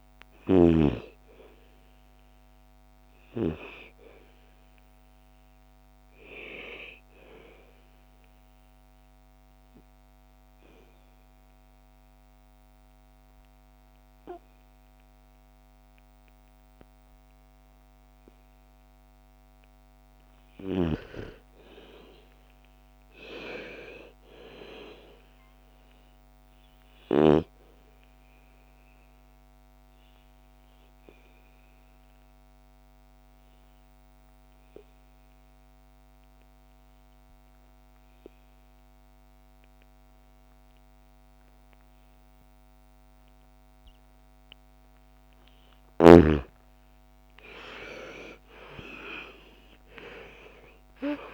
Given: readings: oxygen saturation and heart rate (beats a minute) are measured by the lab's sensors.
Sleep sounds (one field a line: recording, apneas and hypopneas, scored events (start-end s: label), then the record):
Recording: breathing in sleep by a microphone on the trachea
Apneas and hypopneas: 2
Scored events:
0.00-12.00 s: oxygen desaturation (device-marked, oxygen 84% lowest, heart rate 56 extreme)
8.00-19.00 s: obstructive apnea (oxygen 99% before, 84% lowest, heart rate 64 before, 55 extreme, up 8 after)
21.50-25.50 s: arousal
27.00-38.00 s: oxygen desaturation (device-marked, oxygen 98% before, 92% lowest, heart rate 59 before, 55 extreme)
28.50-45.00 s: obstructive apnea (oxygen 98% before, 81% lowest, heart rate 59 before, 55 extreme, up 14 after)
46.00-50.00 s: arousal
46.00-51.34 s: oxygen desaturation (device-marked, oxygen 97% before, 84% lowest, heart rate 59 before, 55 extreme)
From the record:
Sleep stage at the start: N2 (light sleep)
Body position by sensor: on the back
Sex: female